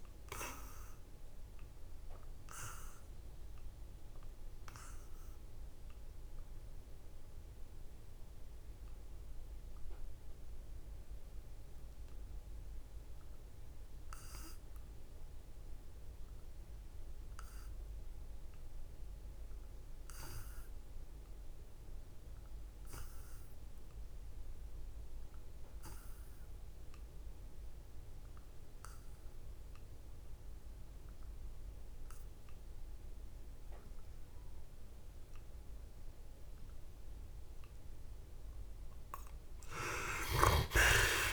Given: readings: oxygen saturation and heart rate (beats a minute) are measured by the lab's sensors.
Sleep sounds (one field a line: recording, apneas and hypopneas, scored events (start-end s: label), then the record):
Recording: breathing in sleep by a room microphone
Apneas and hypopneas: 1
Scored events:
1.50-35.50 s: obstructive apnea (oxygen 86% before, 56% lowest, heart rate 73 before, 66 extreme, up 14 after)
25.50-41.33 s: oxygen desaturation (device-marked, oxygen 94% before, 56% lowest, heart rate 71 before, 66 extreme)
39.50-41.33 s: arousal
39.50-41.33 s: snoring (device-marked)
From the record:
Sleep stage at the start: N2 (light sleep)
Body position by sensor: on the back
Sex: male